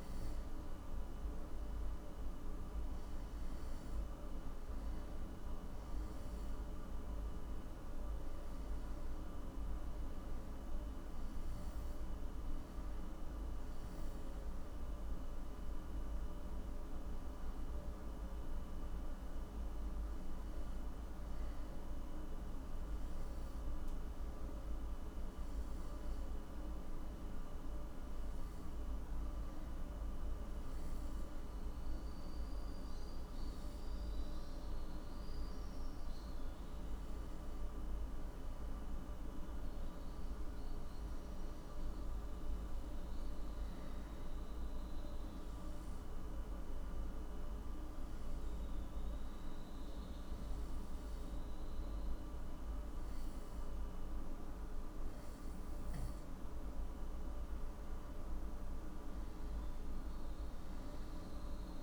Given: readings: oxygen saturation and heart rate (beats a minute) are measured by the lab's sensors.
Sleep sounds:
breathing in sleep, hard to hear, by a room microphone; 1
46.00-57.50 s: hypopnea (oxygen 96% before, 93% lowest, heart rate 66 before, 57 extreme, up 7 after)
58.50-61.50 s: arousal
From the record:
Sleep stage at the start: N2 (light sleep); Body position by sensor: on the back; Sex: male

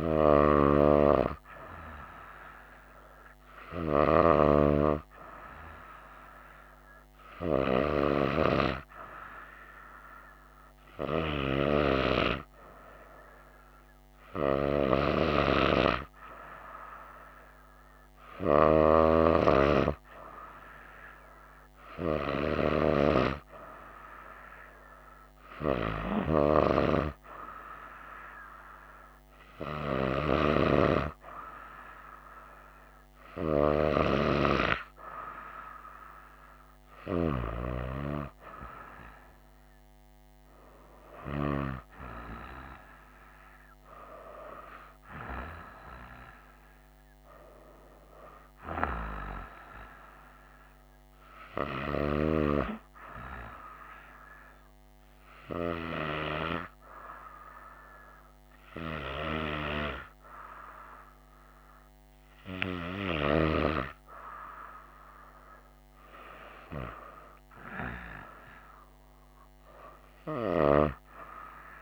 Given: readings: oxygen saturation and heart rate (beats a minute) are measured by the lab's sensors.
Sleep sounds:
breathing in sleep by a microphone on the trachea; 1
42.50-47.00 s: arousal
54.50-64.50 s: hypopnea (oxygen 96% before, 94% lowest, heart rate 64 before, 63 extreme, up 6 after)
68.00-71.50 s: arousal
From the record:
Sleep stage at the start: N2 (light sleep); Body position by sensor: on the right side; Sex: female

